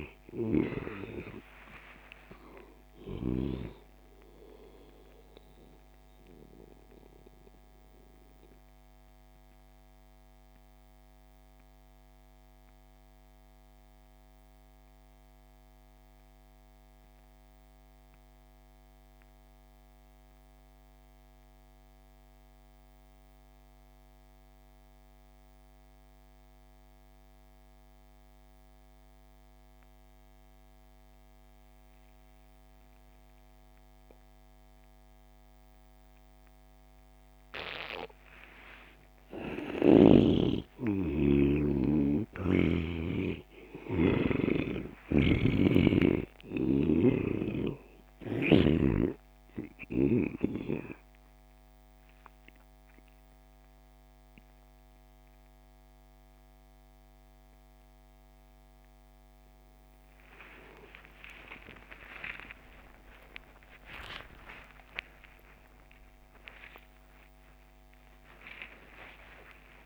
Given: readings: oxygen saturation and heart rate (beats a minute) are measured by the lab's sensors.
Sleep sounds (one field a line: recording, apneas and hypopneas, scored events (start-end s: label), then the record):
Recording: breathing in sleep by a microphone on the trachea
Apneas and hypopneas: 1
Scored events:
0.00-3.00 s: snoring (device-marked)
0.00-19.00 s: oxygen desaturation (device-marked, oxygen 82% lowest)
6.00-39.50 s: mixed apnea (oxygen 98% before, 82% lowest)
35.00-64.00 s: oxygen desaturation (device-marked, oxygen 98% before, 86% lowest)
41.50-48.00 s: snoring (device-marked)
64.00-69.86 s: new sleep stage, awake
From the record:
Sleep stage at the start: N2 (light sleep)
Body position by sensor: on the back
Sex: male